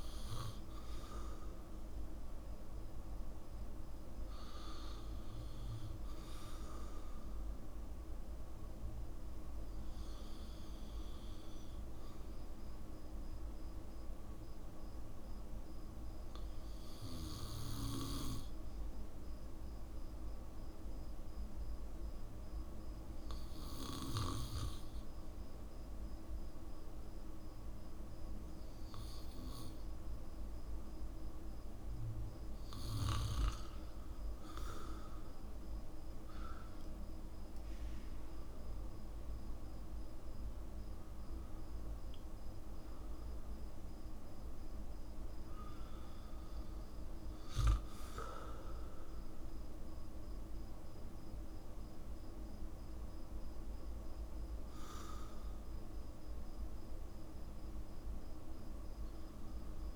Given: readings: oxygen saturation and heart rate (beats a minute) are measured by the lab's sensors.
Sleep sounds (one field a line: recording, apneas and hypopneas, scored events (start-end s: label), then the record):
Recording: breathing in sleep by a room microphone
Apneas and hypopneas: 1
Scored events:
16.00-33.50 s: obstructive apnea (oxygen 95% before, 93% lowest, heart rate 65 before, 56 extreme, up 8 after)
35.50-59.96 s: new sleep stage, REM sleep
36.00-40.00 s: arousal
From the record:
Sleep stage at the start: N2 (light sleep)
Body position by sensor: on the back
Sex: male